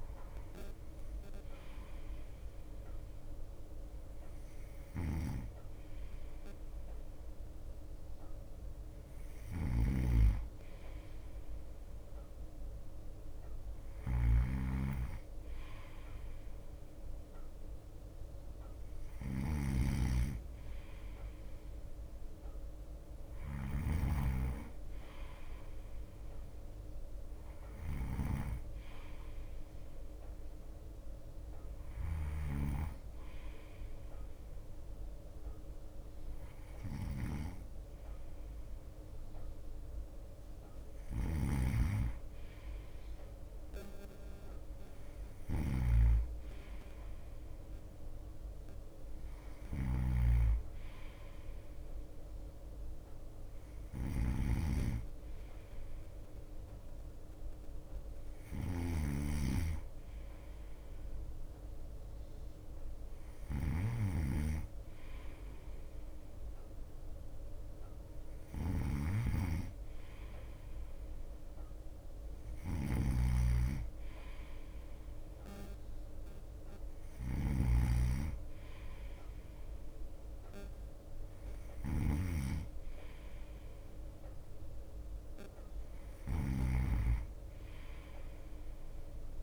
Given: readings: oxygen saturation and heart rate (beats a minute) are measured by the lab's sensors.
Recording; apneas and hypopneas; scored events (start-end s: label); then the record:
breathing in sleep by a room microphone; none
0.00-11.00 s: drop in pulse transit time (device-marked, heart rate 56 before, 54 extreme)
2.00-22.00 s: bradycardia (device-marked, heart rate 57 before, 53 extreme)
5.00-89.43 s: snoring (device-marked)
24.00-34.00 s: drop in pulse transit time (device-marked, heart rate 56 before, 58 extreme)
27.00-44.00 s: bradycardia (device-marked, heart rate 57 before, 57 extreme)
44.00-54.00 s: drop in pulse transit time (device-marked, heart rate 58 before, 55 extreme)
45.00-89.43 s: bradycardia (device-marked, heart rate 57 before, 55 extreme)
From the record:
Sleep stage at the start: N2 (light sleep); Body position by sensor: on the right side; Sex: male